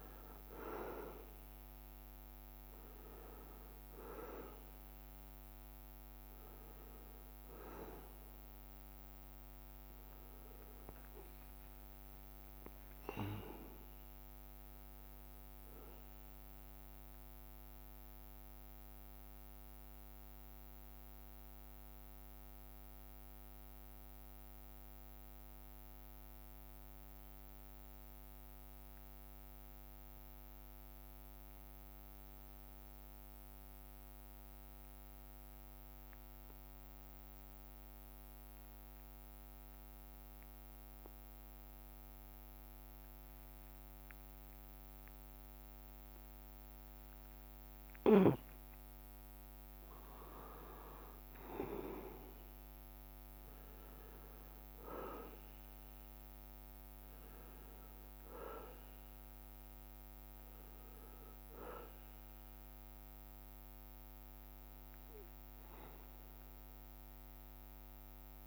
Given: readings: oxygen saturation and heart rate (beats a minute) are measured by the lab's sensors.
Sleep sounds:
breathing in sleep by a microphone on the trachea; 1
0.00-1.50 s: leg movement (device-marked)
0.00-2.00 s: arousal
0.00-7.00 s: bradycardia (device-marked)
0.00-26.00 s: oxygen desaturation (device-marked, oxygen 92% lowest)
8.00-43.00 s: bradycardia (device-marked)
10.50-18.00 s: leg movement (device-marked)
12.00-14.00 s: long interval between heartbeats (device-marked)
18.00-20.00 s: long interval between heartbeats (device-marked)
20.00-48.00 s: obstructive apnea (oxygen 97% before, 93% lowest)
38.50-39.50 s: leg movement (device-marked)
43.50-45.00 s: leg movement (device-marked)
48.00-68.47 s: oxygen desaturation (device-marked, oxygen 99% before, 93% lowest)
51.00-56.50 s: arousal
From the record:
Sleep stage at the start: N2 (light sleep); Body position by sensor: on the back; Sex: male

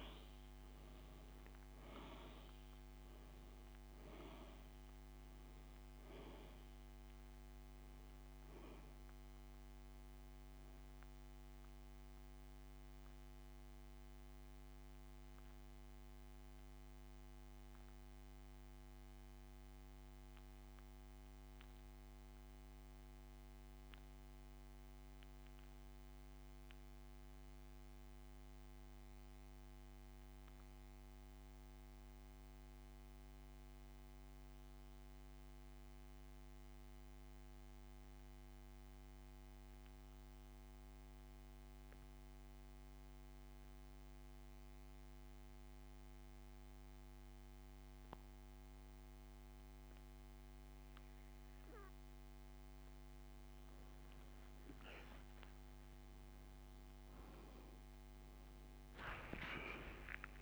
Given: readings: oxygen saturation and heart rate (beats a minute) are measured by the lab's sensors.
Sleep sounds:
breathing in sleep by a microphone on the trachea; 1
0.00-4.00 s: oxygen desaturation (device-marked, oxygen 91% lowest)
14.50-51.00 s: central apnea (oxygen 97% before, 82% lowest)
23.00-47.00 s: oxygen desaturation (device-marked, oxygen 93% before, 82% lowest, heart rate 31 before, 26 extreme)
56.00-60.42 s: arousal
From the record:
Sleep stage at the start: N2 (light sleep); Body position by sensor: on the back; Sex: male

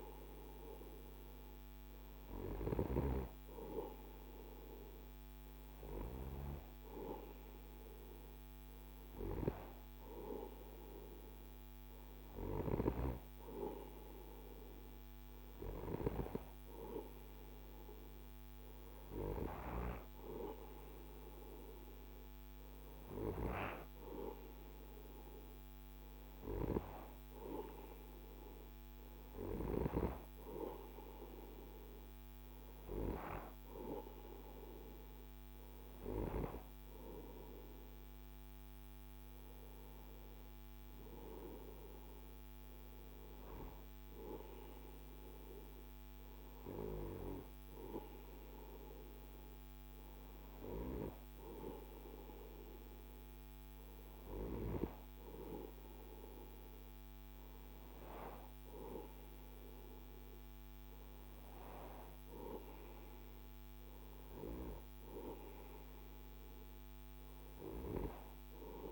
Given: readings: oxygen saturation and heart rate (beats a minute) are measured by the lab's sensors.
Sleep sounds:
breathing in sleep by a microphone on the trachea; none
none scored
From the record:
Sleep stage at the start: N2 (light sleep); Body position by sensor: on the right side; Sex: male

